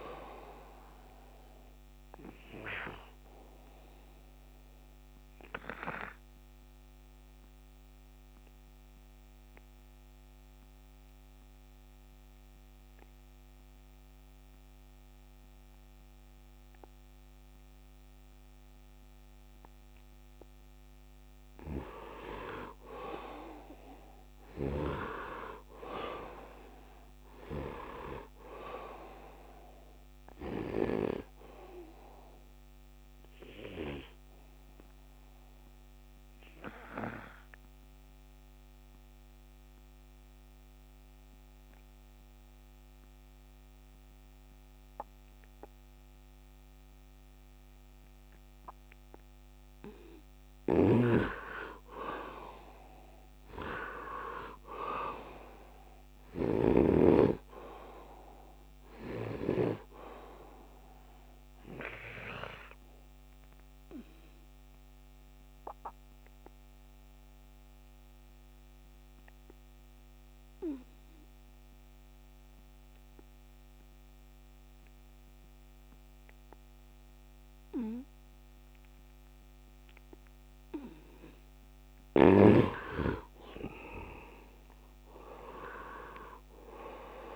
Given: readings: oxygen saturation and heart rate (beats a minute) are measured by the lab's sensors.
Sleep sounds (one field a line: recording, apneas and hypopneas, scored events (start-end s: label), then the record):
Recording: breathing in sleep by a microphone on the trachea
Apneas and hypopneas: 3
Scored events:
0.00-11.50 s: oxygen desaturation (device-marked, oxygen 83% lowest, heart rate 74 extreme)
3.50-21.50 s: obstructive apnea (oxygen 100% before, 83% lowest, heart rate 81 before, 73 extreme, up 5 after)
22.50-42.50 s: oxygen desaturation (device-marked, oxygen 99% before, 86% lowest, heart rate 77 before, 73 extreme)
23.00-26.50 s: arousal
34.00-50.00 s: obstructive apnea (oxygen 99% before, 82% lowest, heart rate 79 before, 73 extreme, up 9 after)
49.50-71.50 s: oxygen desaturation (device-marked, oxygen 98% before, 85% lowest, heart rate 77 before, 73 extreme)
50.50-59.50 s: snoring (device-marked)
52.00-55.00 s: arousal
60.00-82.00 s: obstructive apnea (oxygen 98% before, 82% lowest, heart rate 78 before, 73 extreme, up 8 after)
79.50-87.36 s: oxygen desaturation (device-marked, oxygen 98% before, 82% lowest, heart rate 76 before, 74 extreme)
83.50-87.36 s: arousal
From the record:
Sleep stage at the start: N2 (light sleep)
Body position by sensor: on the right side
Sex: male